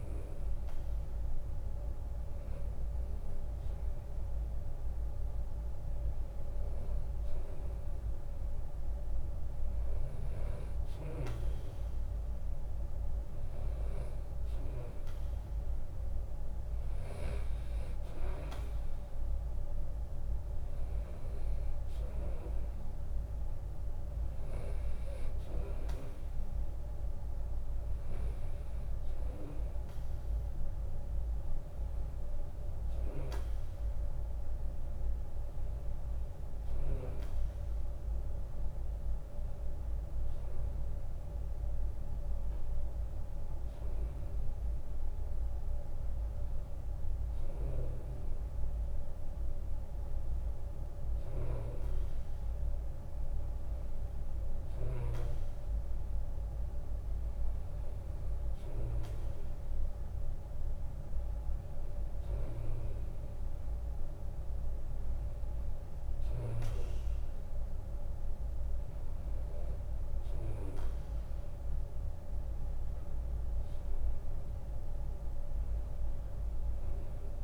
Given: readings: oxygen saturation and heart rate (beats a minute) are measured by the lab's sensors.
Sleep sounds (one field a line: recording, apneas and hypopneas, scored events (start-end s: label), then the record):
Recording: breathing in sleep by a room microphone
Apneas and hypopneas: none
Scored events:
0.00-6.00 s: drop in pulse transit time (device-marked, heart rate 70 extreme)
5.00-7.00 s: long interval between heartbeats (device-marked, heart rate 74 before, 70 extreme)
17.00-28.00 s: drop in pulse transit time (device-marked, heart rate 74 before, 69 extreme)
50.50-54.50 s: snoring (device-marked)
67.00-77.44 s: drop in pulse transit time (device-marked, heart rate 72 before, 68 extreme)
From the record:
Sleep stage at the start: N2 (light sleep)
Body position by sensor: on the right side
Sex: male